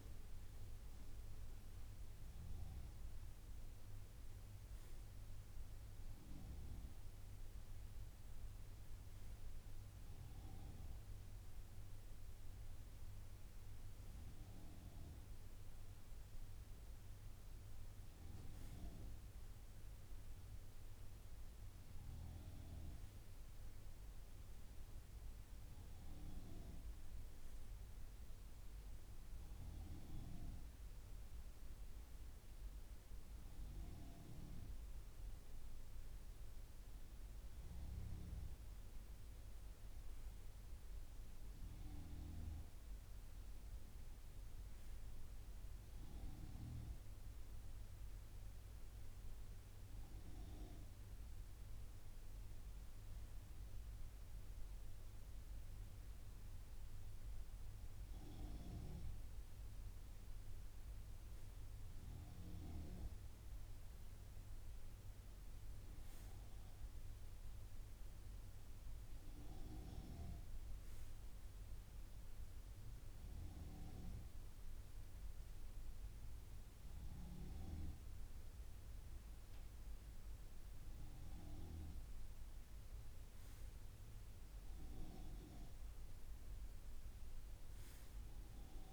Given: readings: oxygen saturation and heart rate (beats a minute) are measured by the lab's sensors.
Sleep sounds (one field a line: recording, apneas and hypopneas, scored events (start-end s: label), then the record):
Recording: breathing in sleep by a room microphone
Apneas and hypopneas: none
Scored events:
19.50-88.93 s: new sleep stage, N2 (light sleep)
From the record:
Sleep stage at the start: N3 (deep sleep)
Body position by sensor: on the right side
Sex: male